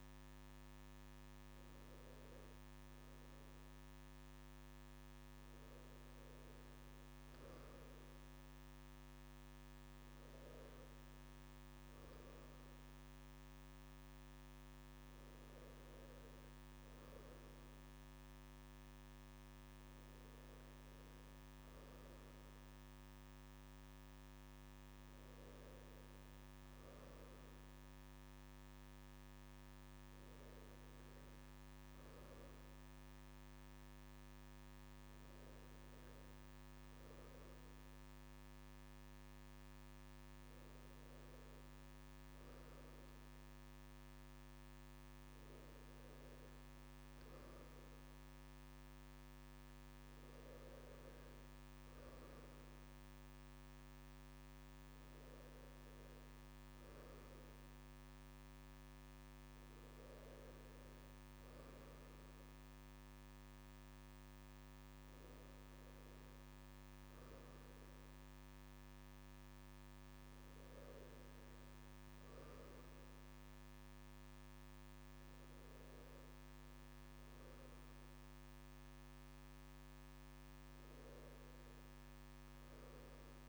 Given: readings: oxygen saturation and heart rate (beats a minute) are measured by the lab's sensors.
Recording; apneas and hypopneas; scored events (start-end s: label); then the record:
a person partly awake in a sleep study, hard to hear, by a microphone on the trachea; none
5.00-83.49 s: new sleep stage, N1 (lightest sleep)
From the record:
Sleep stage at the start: awake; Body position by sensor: on the right side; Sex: male